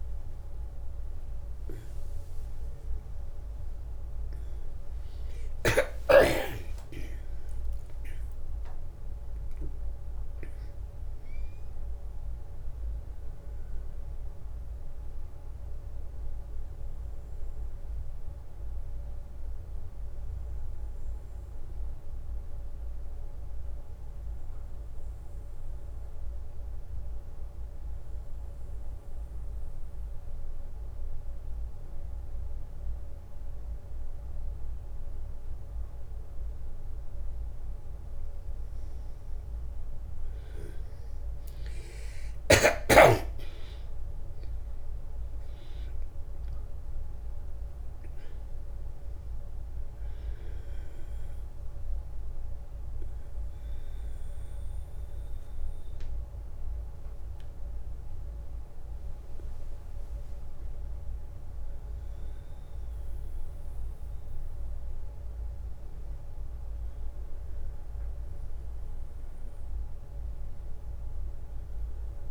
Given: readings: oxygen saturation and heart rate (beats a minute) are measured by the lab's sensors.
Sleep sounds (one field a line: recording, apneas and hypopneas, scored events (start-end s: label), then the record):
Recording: a person partly awake in a sleep study, hard to hear, by a room microphone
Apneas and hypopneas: 1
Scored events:
18.50-72.31 s: new sleep stage, N1 (lightest sleep)
25.50-36.50 s: obstructive apnea (oxygen 96% before, 93% lowest, heart rate 72 before, 60 extreme, up 14 after)
39.00-43.50 s: arousal
41.50-51.50 s: oxygen desaturation (device-marked, oxygen 96% before, 93% lowest, heart rate 62 before, 62 extreme)
From the record:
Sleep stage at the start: awake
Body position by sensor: on the back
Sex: male